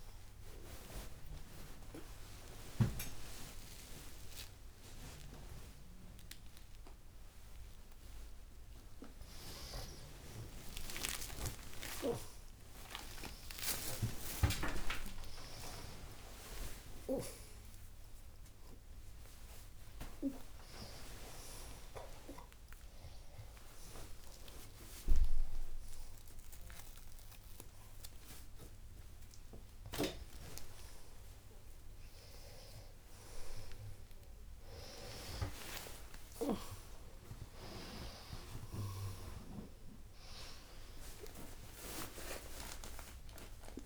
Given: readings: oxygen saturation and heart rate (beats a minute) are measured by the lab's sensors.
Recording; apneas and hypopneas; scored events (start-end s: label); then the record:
a person awake in a sleep study, by a room microphone; none
41.00-43.86 s: oxygen desaturation (device-marked, oxygen 98% before, 95% lowest, heart rate 135 before, 66 extreme)
From the record:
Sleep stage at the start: awake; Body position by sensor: on the back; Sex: female